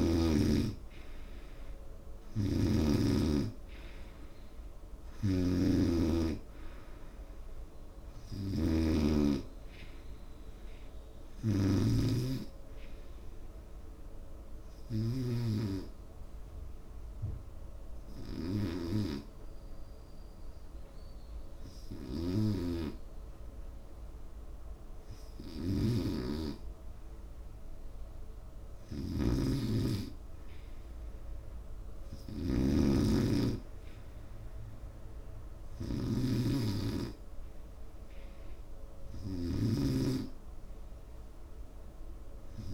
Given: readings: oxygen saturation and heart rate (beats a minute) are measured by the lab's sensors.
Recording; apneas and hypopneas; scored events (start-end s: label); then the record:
breathing in sleep by a room microphone; 1
0.00-2.00 s: arousal
0.00-12.50 s: snoring (device-marked)
12.50-23.50 s: hypopnea (oxygen 91% before, 87% lowest, heart rate 75 before, 70 extreme, up 0 after)
22.50-36.50 s: oxygen desaturation (device-marked, oxygen 91% before, 87% lowest, heart rate 79 before, 70 extreme)
25.50-29.50 s: arousal
From the record:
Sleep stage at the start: N2 (light sleep); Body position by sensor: on the right side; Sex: male